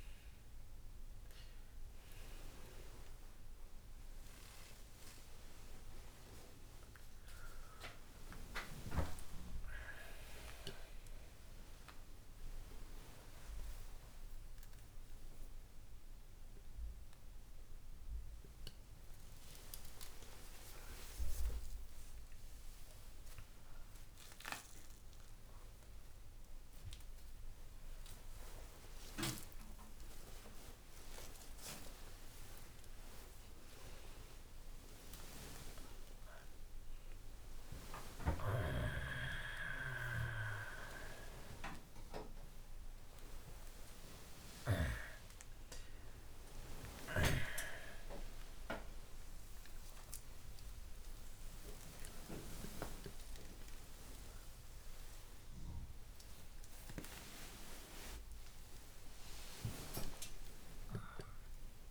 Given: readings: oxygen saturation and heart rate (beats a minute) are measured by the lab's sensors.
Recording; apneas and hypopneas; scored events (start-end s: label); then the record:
a person awake in a sleep study, by a room microphone; none
22.50-24.50 s: long interval between heartbeats (device-marked, heart rate 72 before, 79 extreme)
26.00-33.00 s: tachycardia (device-marked, heart rate 65 before, 128 extreme)
29.00-31.00 s: long interval between heartbeats (device-marked, heart rate 74 before, 104 extreme)
31.00-33.00 s: long interval between heartbeats (device-marked, heart rate 78 before, 119 extreme)
38.00-55.00 s: tachycardia (device-marked, heart rate 66 before, 173 extreme)
41.50-43.50 s: long interval between heartbeats (device-marked, heart rate 91 before, 102 extreme)
44.50-46.50 s: long interval between heartbeats (device-marked, heart rate 97 before, 133 extreme)
47.50-49.50 s: long interval between heartbeats (device-marked, heart rate 106 before, 128 extreme)
50.50-52.50 s: long interval between heartbeats (device-marked, heart rate 111 before, 139 extreme)
53.00-55.00 s: long interval between heartbeats (device-marked, heart rate 117 before, 147 extreme)
56.50-58.50 s: long interval between heartbeats (device-marked, heart rate 122 before, 119 extreme)
From the record:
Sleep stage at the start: awake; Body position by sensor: on the back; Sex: male